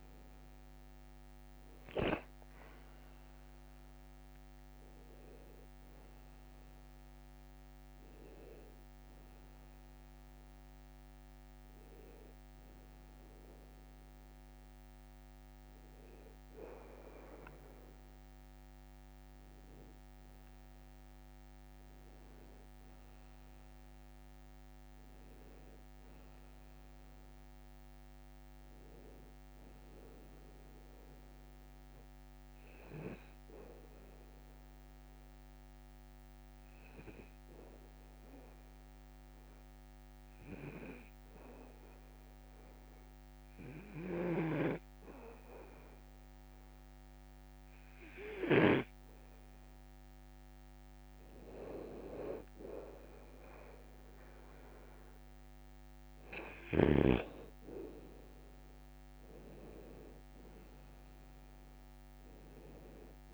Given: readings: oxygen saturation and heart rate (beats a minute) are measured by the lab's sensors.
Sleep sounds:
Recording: breathing in sleep by a microphone on the trachea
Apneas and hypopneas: 1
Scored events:
0.00-3.50 s: arousal
23.00-27.00 s: arousal
34.50-51.50 s: obstructive apnea (oxygen 98% before, 93% lowest, heart rate 61 before, 57 extreme, up 2 after)
54.50-63.34 s: oxygen desaturation (device-marked, oxygen 98% before, 93% lowest, heart rate 58 before, 56 extreme)
59.00-63.34 s: arousal
From the record:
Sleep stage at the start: N2 (light sleep)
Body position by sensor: on the back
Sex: male

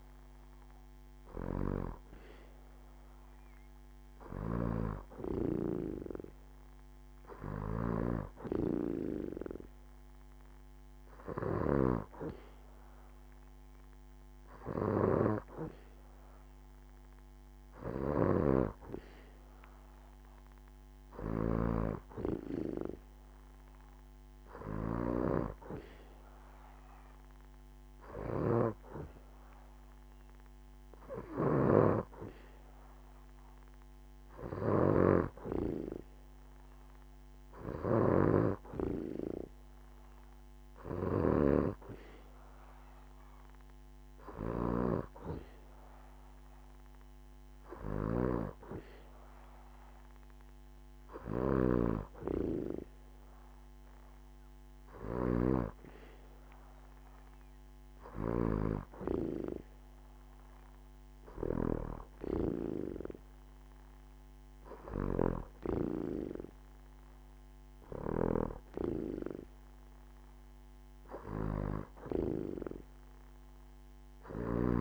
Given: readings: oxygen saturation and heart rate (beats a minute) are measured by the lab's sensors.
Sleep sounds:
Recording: breathing in sleep by a microphone on the trachea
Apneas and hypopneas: none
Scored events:
none scored
From the record:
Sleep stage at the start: N2 (light sleep)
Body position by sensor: on the back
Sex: female

